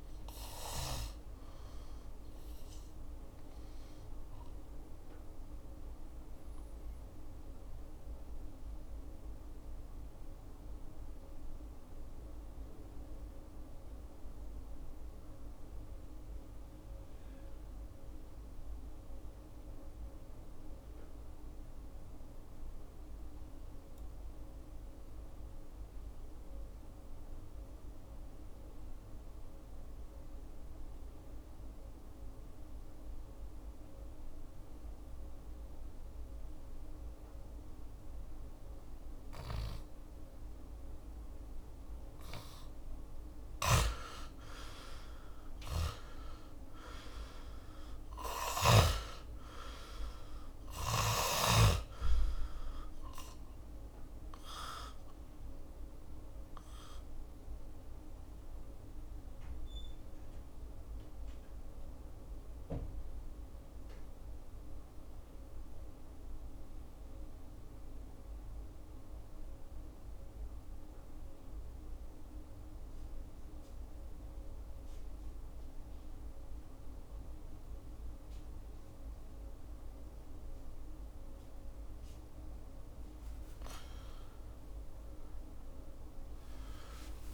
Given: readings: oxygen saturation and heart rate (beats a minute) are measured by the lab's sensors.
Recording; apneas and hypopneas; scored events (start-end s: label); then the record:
breathing in sleep by a room microphone; 2
0.00-24.00 s: oxygen desaturation (device-marked, oxygen 81% lowest, heart rate 64 extreme)
3.00-42.00 s: mixed apnea (oxygen 98% before, 81% lowest, heart rate 72 before, 64 extreme, up 7 after)
37.00-73.00 s: oxygen desaturation (device-marked, oxygen 98% before, 81% lowest, heart rate 66 before, 64 extreme)
44.50-49.50 s: arousal
53.50-81.00 s: obstructive apnea (oxygen 99% before, 81% lowest, heart rate 70 before, 64 extreme, up 10 after)
82.50-87.34 s: arousal
83.00-87.34 s: oxygen desaturation (device-marked, oxygen 98% before, 85% lowest, heart rate 65 before, 62 extreme)
From the record:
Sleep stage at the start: N2 (light sleep); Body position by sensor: on the back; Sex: male